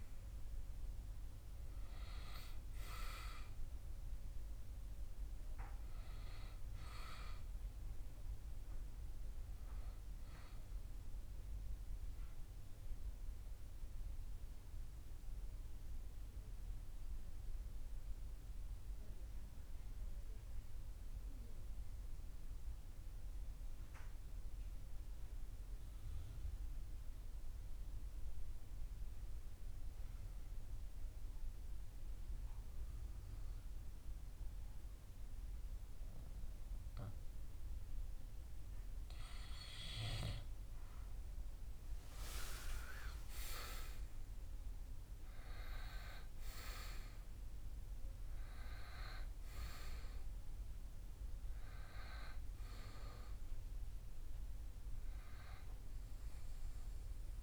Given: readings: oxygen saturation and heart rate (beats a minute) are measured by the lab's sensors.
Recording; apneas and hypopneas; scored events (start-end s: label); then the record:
breathing in sleep by a room microphone; 1
12.50-40.00 s: mixed apnea (oxygen 97% before, 93% lowest)
41.50-45.50 s: arousal
48.00-57.43 s: oxygen desaturation (device-marked, oxygen 97% before, 93% lowest)
From the record:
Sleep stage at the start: N2 (light sleep); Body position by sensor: on the back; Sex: male